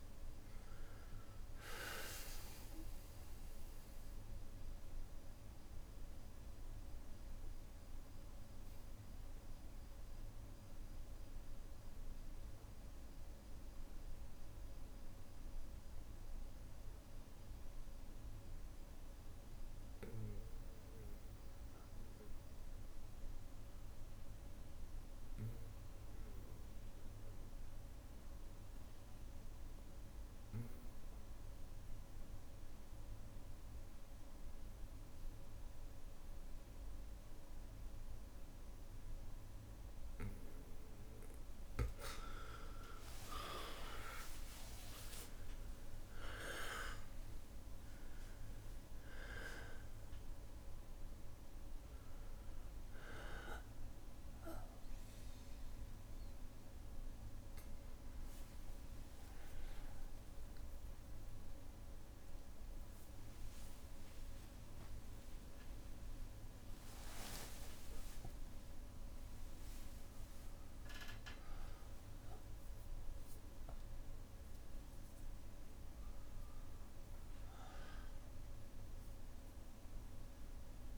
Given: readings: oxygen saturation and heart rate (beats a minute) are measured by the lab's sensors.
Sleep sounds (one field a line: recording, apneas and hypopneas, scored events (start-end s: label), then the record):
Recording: a person partly awake in a sleep study, by a room microphone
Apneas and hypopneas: 1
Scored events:
0.00-16.50 s: oxygen desaturation (device-marked, oxygen 90% lowest, heart rate 54 extreme)
0.50-39.50 s: bradycardia (device-marked, heart rate 60 before, 54 extreme)
4.00-39.50 s: obstructive apnea (oxygen 98% before, 90% lowest, heart rate 61 before, 54 extreme, up 29 after)
32.50-72.50 s: oxygen desaturation (device-marked, oxygen 99% before, 92% lowest, heart rate 56 before, 58 extreme)
46.50-48.50 s: long interval between heartbeats (device-marked, heart rate 61 before, 87 extreme)
57.50-80.97 s: new sleep stage, awake
59.50-61.50 s: long interval between heartbeats (device-marked, heart rate 72 before, 81 extreme)
67.00-69.00 s: long interval between heartbeats (device-marked, heart rate 77 before, 83 extreme)
From the record:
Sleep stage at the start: N2 (light sleep)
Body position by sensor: on the back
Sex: male